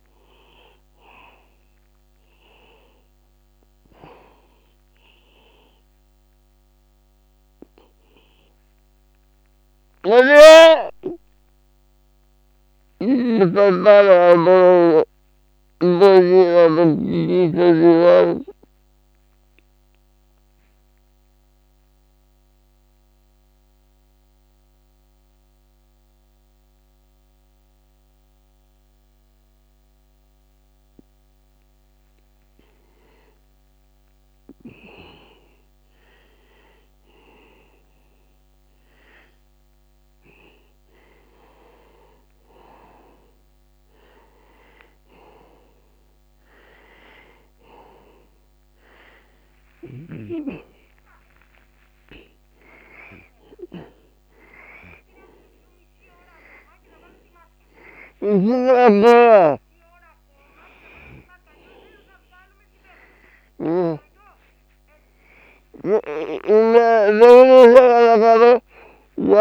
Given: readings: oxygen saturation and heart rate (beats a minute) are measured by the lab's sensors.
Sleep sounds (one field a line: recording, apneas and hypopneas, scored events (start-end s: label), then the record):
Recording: a person partly awake in a sleep study, by a microphone on the trachea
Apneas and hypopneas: 1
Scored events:
0.00-18.00 s: oxygen desaturation (device-marked, oxygen 86% lowest, heart rate 60 extreme)
10.50-34.00 s: obstructive apnea (oxygen 97% before, 87% lowest, heart rate 64 before, 60 extreme, up 1 after)
11.00-14.50 s: snoring (device-marked)
41.00-69.41 s: new sleep stage, awake
50.00-69.00 s: oxygen desaturation (device-marked, oxygen 97% before, 89% lowest, heart rate 60 before, 60 extreme)
59.50-68.00 s: snoring (device-marked)
From the record:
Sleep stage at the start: N2 (light sleep)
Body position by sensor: on the back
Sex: male